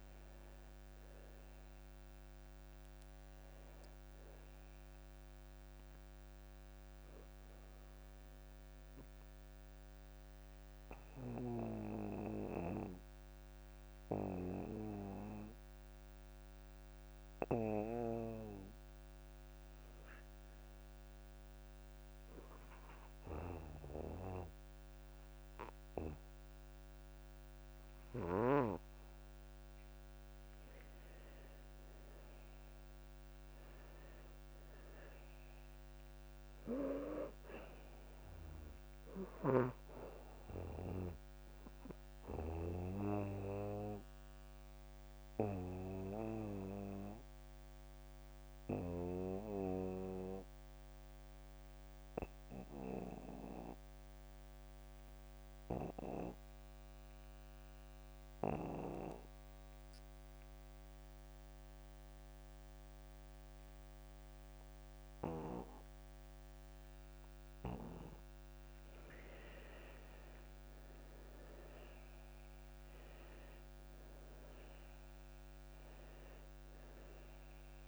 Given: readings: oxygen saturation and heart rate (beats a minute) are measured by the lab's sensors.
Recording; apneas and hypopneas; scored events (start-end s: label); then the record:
breathing in sleep by a microphone on the trachea; 2
0.00-19.00 s: oxygen desaturation (device-marked, oxygen 78% lowest)
6.50-19.00 s: obstructive apnea (oxygen 96% before, 78% lowest)
21.50-25.00 s: arousal
34.00-59.00 s: oxygen desaturation (device-marked, oxygen 99% before, 90% lowest)
43.00-67.50 s: obstructive apnea (oxygen 99% before, 81% lowest)
65.00-77.88 s: oxygen desaturation (device-marked, oxygen 97% before, 81% lowest)
70.50-74.00 s: arousal
From the record:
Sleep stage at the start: N2 (light sleep); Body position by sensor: on the back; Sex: male